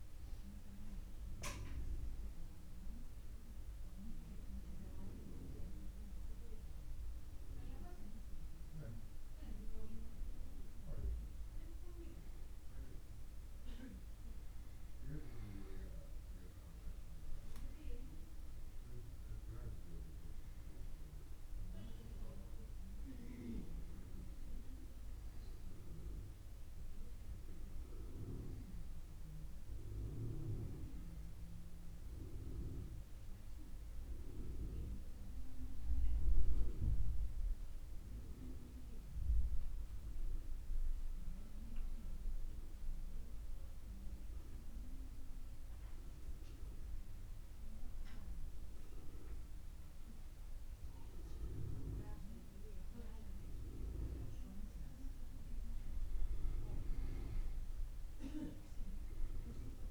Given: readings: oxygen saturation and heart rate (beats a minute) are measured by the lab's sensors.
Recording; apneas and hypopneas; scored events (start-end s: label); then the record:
breathing in sleep by a room microphone; none
36.00-40.00 s: arousal
From the record:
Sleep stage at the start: N2 (light sleep); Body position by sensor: on the back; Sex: male